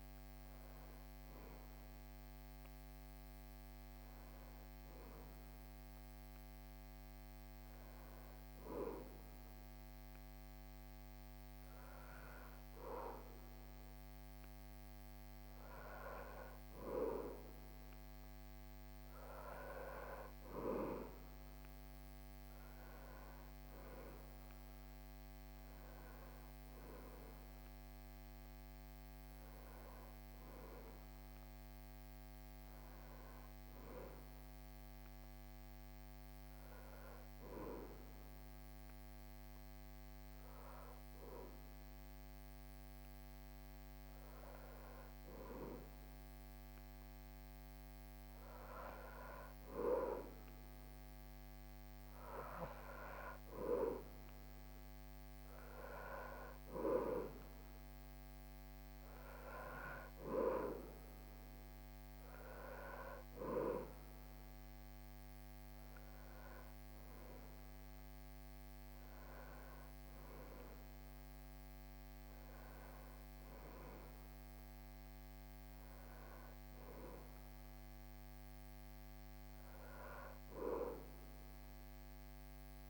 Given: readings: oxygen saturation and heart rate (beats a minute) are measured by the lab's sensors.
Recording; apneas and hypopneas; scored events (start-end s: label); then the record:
breathing in sleep by a microphone on the trachea; 1
28.50-33.00 s: arousal
35.00-50.00 s: hypopnea (oxygen 99% before, 96% lowest, heart rate 63 before, 61 extreme, up 1 after)
51.50-55.50 s: arousal
From the record:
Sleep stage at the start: N2 (light sleep); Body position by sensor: on the back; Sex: male